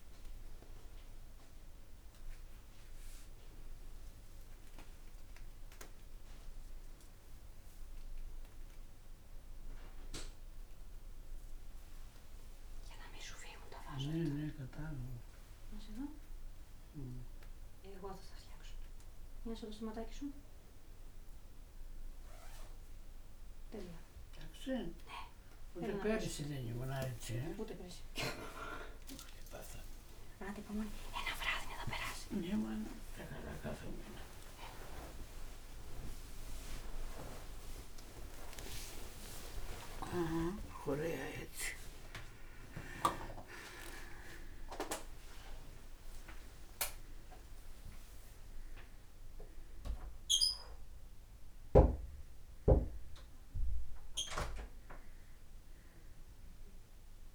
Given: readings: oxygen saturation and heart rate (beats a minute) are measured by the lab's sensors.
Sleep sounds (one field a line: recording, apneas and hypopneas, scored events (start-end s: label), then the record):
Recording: a person awake in a sleep study, by a room microphone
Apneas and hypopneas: none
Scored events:
none scored
From the record:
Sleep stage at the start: awake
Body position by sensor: on the back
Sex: female